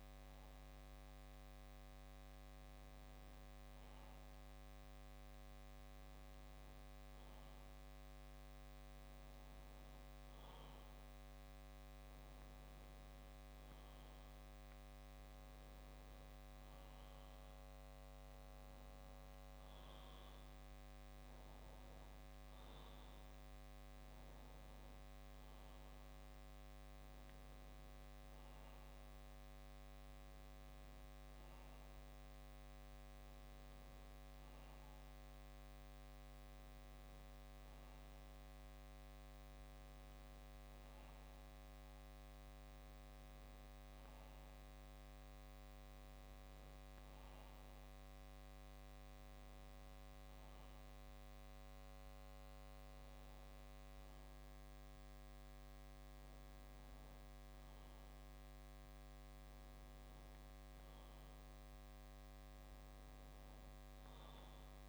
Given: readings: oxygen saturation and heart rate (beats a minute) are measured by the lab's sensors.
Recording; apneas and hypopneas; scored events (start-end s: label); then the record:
breathing in sleep, hard to hear, by a microphone on the trachea; none
none scored
From the record:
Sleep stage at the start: N2 (light sleep); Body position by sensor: on the back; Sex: male